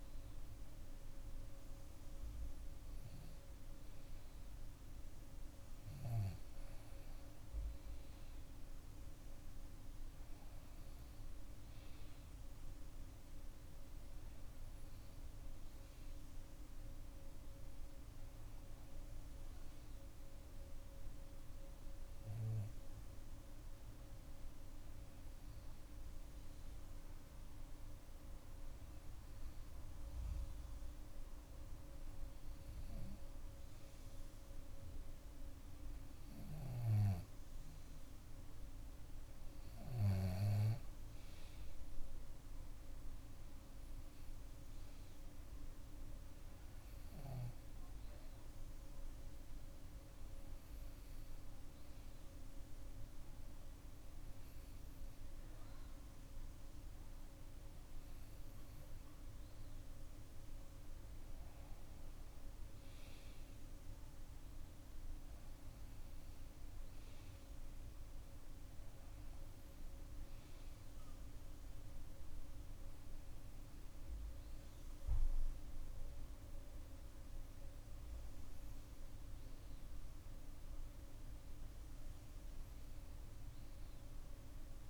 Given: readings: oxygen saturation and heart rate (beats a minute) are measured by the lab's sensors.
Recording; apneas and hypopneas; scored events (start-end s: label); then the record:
breathing in sleep, hard to hear, by a room microphone; none
none scored
From the record:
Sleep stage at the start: N2 (light sleep); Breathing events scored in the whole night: 144 in 7.3 hours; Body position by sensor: on the back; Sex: female